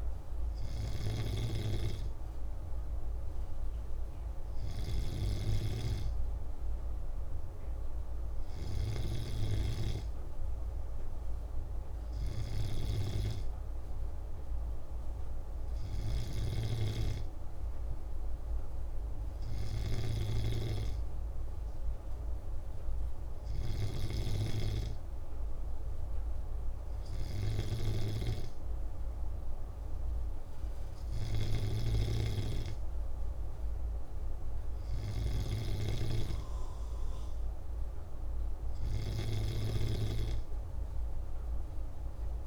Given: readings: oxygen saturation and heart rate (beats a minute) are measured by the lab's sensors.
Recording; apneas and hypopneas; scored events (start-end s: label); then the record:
breathing in sleep by a room microphone; none
0.50-9.00 s: snoring (device-marked)
From the record:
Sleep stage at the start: N2 (light sleep); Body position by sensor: on the back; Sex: male